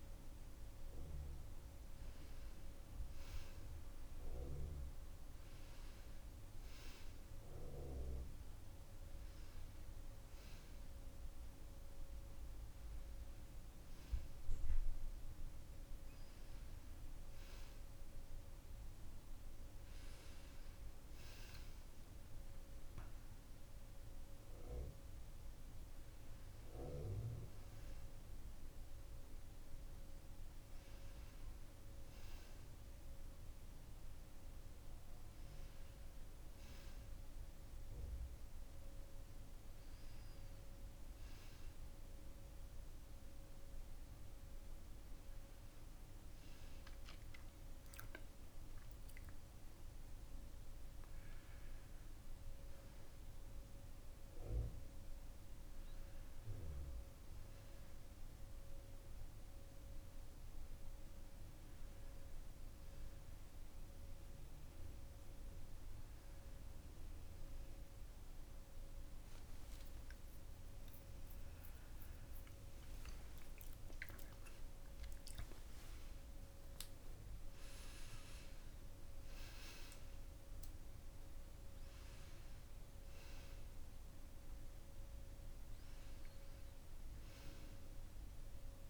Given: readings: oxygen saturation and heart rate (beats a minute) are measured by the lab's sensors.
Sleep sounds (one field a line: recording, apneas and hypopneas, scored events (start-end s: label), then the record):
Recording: breathing in sleep, hard to hear, by a room microphone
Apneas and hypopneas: none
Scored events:
69.00-72.50 s: arousal
From the record:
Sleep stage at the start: N2 (light sleep)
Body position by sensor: on the back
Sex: male